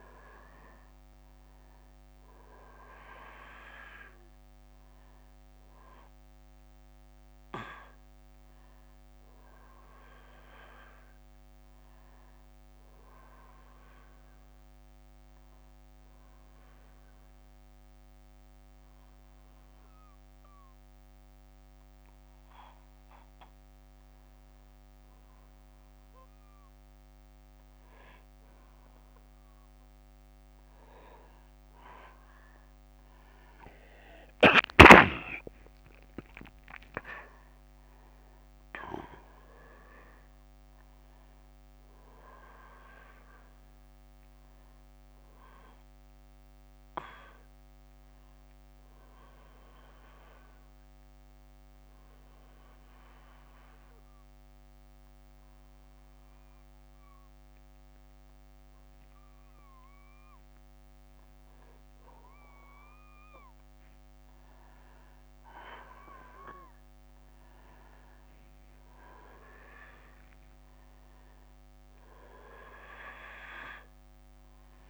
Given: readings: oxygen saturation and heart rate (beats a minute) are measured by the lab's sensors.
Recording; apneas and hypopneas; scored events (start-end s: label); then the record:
breathing in sleep by a microphone on the trachea; 2
0.00-19.00 s: oxygen desaturation (device-marked, oxygen 92% lowest, heart rate 63 extreme)
14.50-25.50 s: obstructive apnea (oxygen 96% before, 92% lowest, heart rate 68 before, 63 extreme, up 8 after)
28.00-32.50 s: arousal
33.00-55.00 s: oxygen desaturation (device-marked, oxygen 96% before, 92% lowest, heart rate 63 before, 62 extreme)
49.50-62.00 s: obstructive apnea (oxygen 97% before, 93% lowest, heart rate 71 before, 62 extreme, up 5 after)
63.50-67.00 s: arousal
69.00-74.90 s: oxygen desaturation (device-marked, oxygen 97% before, 93% lowest, heart rate 63 before, 60 extreme)
From the record:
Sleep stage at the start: N2 (light sleep); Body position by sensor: on the back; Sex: male